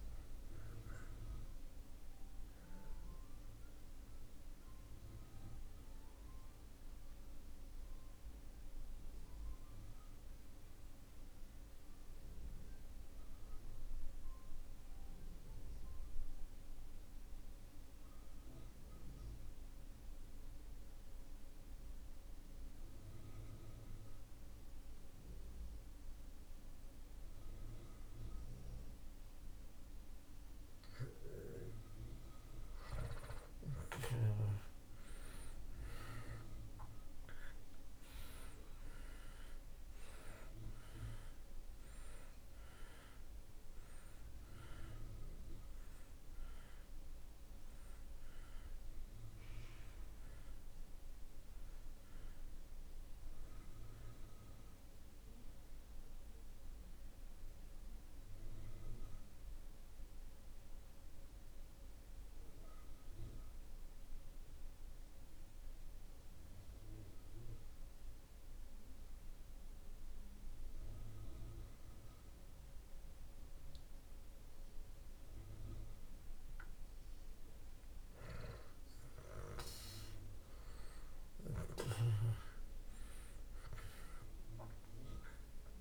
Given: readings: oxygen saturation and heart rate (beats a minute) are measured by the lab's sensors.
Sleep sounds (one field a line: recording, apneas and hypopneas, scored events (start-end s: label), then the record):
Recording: breathing in sleep by a room microphone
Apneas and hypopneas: 2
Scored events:
0.00-26.00 s: oxygen desaturation (device-marked, oxygen 78% lowest)
2.00-30.50 s: mixed apnea (oxygen 96% before, 74% lowest)
32.00-74.00 s: oxygen desaturation (device-marked, oxygen 98% before, 74% lowest)
32.50-37.50 s: arousal
58.00-77.00 s: mixed apnea (oxygen 97% before, 74% lowest)
82.00-85.81 s: arousal
83.00-85.81 s: oxygen desaturation (device-marked, oxygen 97% before, 79% lowest)
From the record:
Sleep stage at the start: N2 (light sleep)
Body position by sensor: on the back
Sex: male